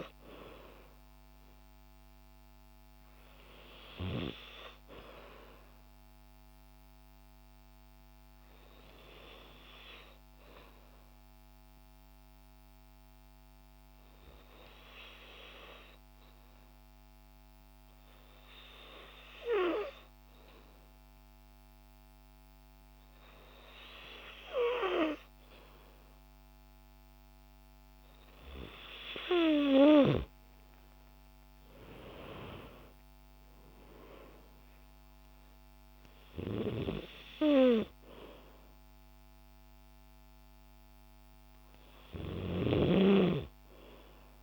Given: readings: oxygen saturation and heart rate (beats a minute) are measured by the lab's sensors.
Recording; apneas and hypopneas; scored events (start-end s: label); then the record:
breathing in sleep by a microphone on the trachea; 1
8.50-27.00 s: hypopnea (oxygen 97% before, 92% lowest, heart rate 57 before, 52 extreme, up 9 after)
30.50-34.50 s: arousal
From the record:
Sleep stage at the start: N2 (light sleep); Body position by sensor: on the back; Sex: female